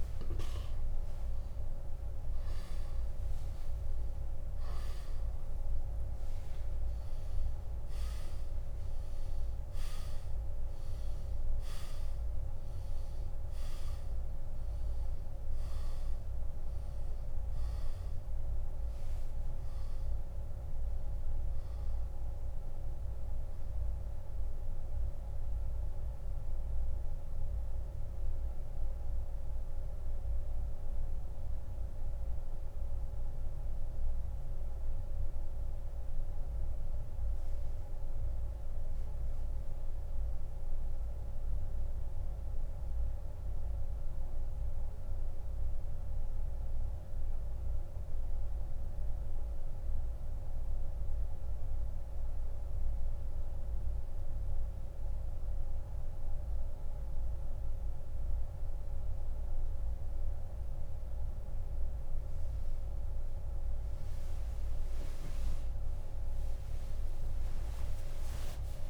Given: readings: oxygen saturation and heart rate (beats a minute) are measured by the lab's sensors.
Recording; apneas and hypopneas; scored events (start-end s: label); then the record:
breathing in sleep, hard to hear, by a room microphone; 1
0.00-5.50 s: arousal
6.00-16.00 s: oxygen desaturation (device-marked, oxygen 97% before, 94% lowest, heart rate 46 before, 27 extreme)
27.50-64.00 s: central apnea (oxygen 97% before, 86% lowest)
37.00-62.00 s: oxygen desaturation (device-marked, oxygen 94% before, 86% lowest)
66.50-68.90 s: arousal
From the record:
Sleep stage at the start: N2 (light sleep); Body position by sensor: on the back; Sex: male